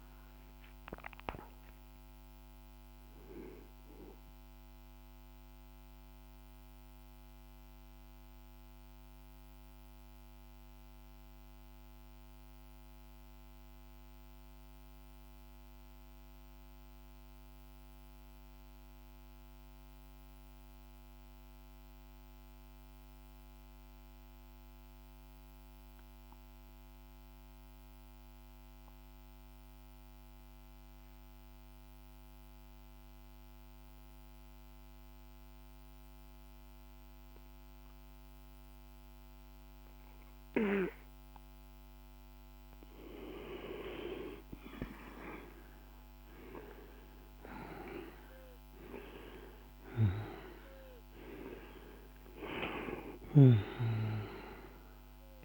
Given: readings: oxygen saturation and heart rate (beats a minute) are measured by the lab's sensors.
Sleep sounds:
breathing in sleep by a microphone on the trachea; 1
0.00-14.00 s: oxygen desaturation (device-marked, oxygen 88% lowest, heart rate 47 extreme)
4.50-42.00 s: mixed apnea (oxygen 98% before, 88% lowest, heart rate 55 before, 47 extreme, up 4 after)
34.00-55.45 s: oxygen desaturation (device-marked, oxygen 99% before, 88% lowest, heart rate 49 before, 47 extreme)
44.00-48.50 s: arousal
From the record:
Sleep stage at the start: N2 (light sleep); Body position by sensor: on the back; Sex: male

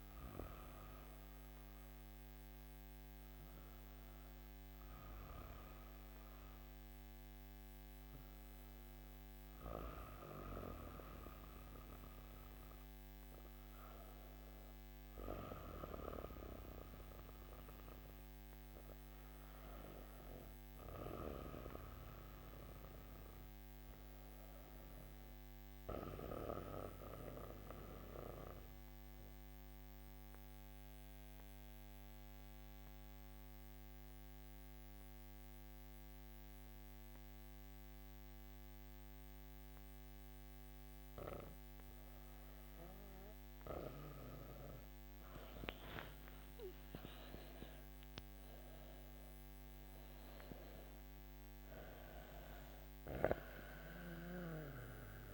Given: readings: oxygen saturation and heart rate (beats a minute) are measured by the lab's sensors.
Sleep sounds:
breathing in sleep by a microphone on the trachea; 1
0.00-3.00 s: oxygen desaturation (device-marked, oxygen 92% lowest, heart rate 64 extreme)
27.50-42.00 s: obstructive apnea (oxygen 98% before, 88% lowest, heart rate 66 before, 50 extreme, up 14 after)
42.00-55.34 s: new sleep stage, REM sleep
43.00-55.34 s: oxygen desaturation (device-marked, oxygen 96% before, 88% lowest, heart rate 59 before, 51 extreme)
45.00-50.50 s: arousal
From the record:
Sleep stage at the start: N2 (light sleep); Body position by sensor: on the back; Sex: female

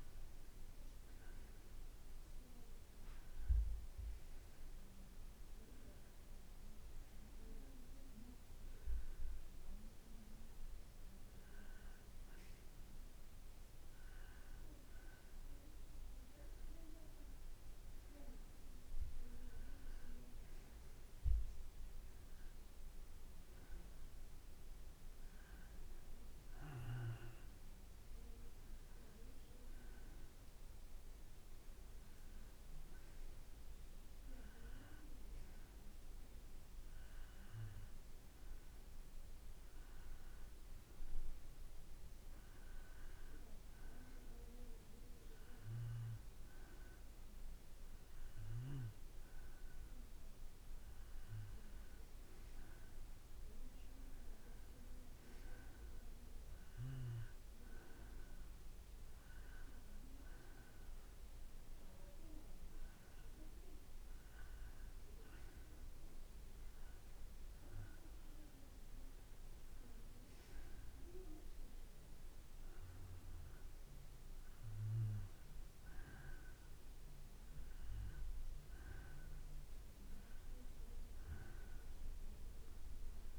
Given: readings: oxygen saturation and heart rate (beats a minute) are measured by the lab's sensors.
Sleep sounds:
breathing in sleep, hard to hear, by a room microphone; none
none scored
From the record:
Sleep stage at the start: N2 (light sleep); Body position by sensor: on the back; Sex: male

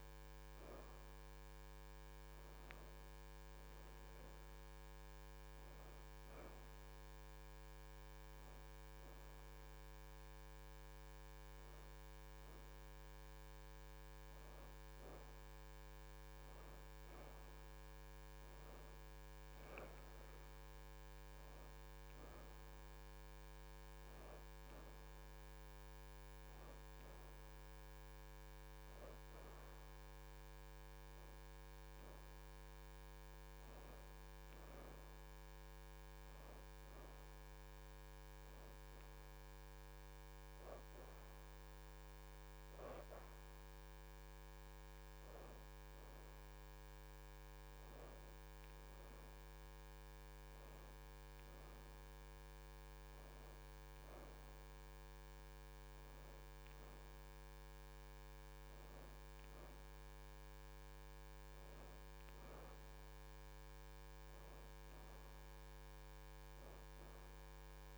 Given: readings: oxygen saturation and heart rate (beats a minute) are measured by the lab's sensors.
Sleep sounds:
breathing in sleep, hard to hear, by a microphone on the trachea; none
1.00-67.98 s: new sleep stage, N1 (lightest sleep)
5.00-10.00 s: oxygen desaturation (device-marked, oxygen 72% before, 60% lowest, heart rate 113 before, 94 extreme)
29.00-38.00 s: oxygen desaturation (device-marked, oxygen 81% before, 73% lowest, heart rate 102 before, 101 extreme)
63.00-67.98 s: oxygen desaturation (device-marked, oxygen 79% before, 71% lowest, heart rate 107 before, 103 extreme)
From the record:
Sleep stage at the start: N2 (light sleep); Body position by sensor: on the back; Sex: female

